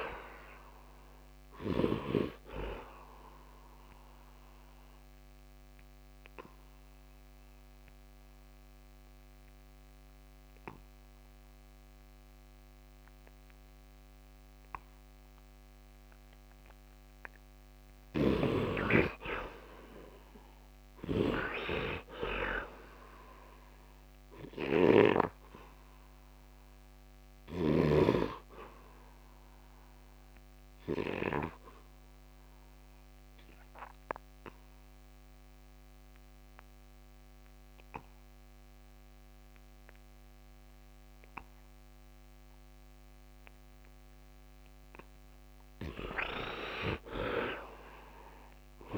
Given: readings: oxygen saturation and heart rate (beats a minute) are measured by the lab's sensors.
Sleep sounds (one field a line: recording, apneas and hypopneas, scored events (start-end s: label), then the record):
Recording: breathing in sleep by a microphone on the trachea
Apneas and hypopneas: 2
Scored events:
0.00-21.00 s: oxygen desaturation (device-marked, oxygen 52% lowest, heart rate 73 extreme)
4.00-18.00 s: obstructive apnea (oxygen 81% before, 52% lowest, heart rate 94 before, 73 extreme, up 14 after)
17.50-31.00 s: snoring (device-marked)
19.50-23.00 s: arousal
23.00-38.00 s: oxygen desaturation (device-marked, oxygen 100% before, 75% lowest, heart rate 78 before, 72 extreme)
26.00-44.50 s: obstructive apnea (oxygen 100% before, 66% lowest, heart rate 79 before, 71 extreme, up 13 after)
40.00-48.98 s: oxygen desaturation (device-marked, oxygen 98% before, 67% lowest, heart rate 79 before, 71 extreme)
46.00-48.98 s: arousal
From the record:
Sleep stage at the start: N2 (light sleep)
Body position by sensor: on the back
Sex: male